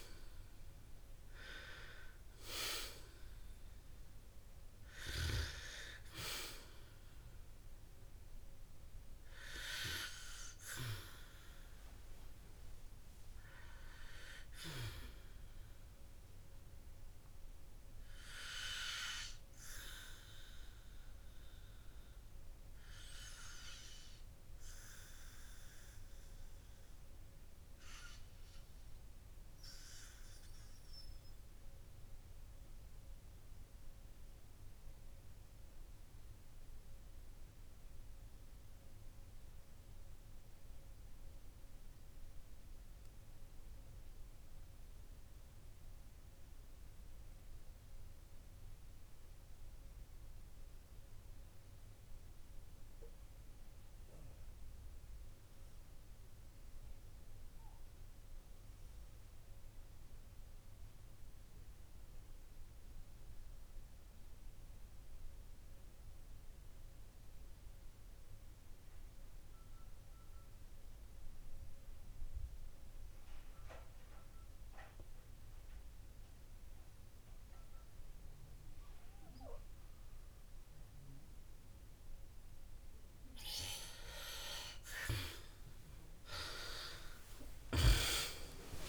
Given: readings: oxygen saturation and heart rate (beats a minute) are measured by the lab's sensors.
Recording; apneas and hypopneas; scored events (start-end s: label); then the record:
breathing in sleep by a room microphone; 1
20.00-37.00 s: oxygen desaturation (device-marked, oxygen 96% before, 87% lowest, heart rate 77 before, 50 extreme)
29.00-84.50 s: obstructive apnea (oxygen 96% before, 83% lowest, heart rate 67 before, 50 extreme, up 26 after)
87.50-88.89 s: arousal
From the record:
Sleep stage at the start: REM sleep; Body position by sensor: on the back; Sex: male